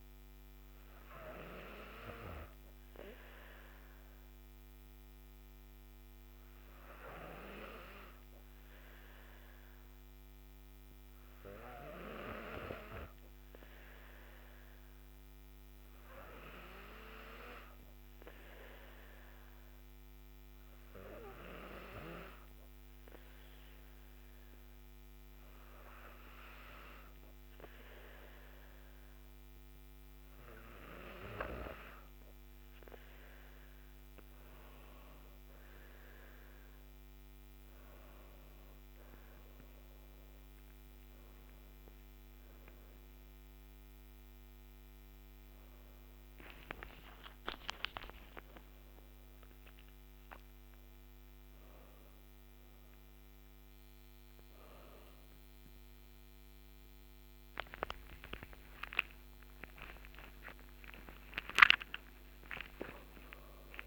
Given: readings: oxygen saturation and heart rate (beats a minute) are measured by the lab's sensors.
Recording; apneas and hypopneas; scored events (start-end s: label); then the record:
breathing in sleep by a microphone on the trachea; none
42.00-46.50 s: arousal
49.50-63.87 s: new sleep stage, N2 (light sleep)
57.50-63.50 s: arousal
From the record:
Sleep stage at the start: N3 (deep sleep); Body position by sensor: on the back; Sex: female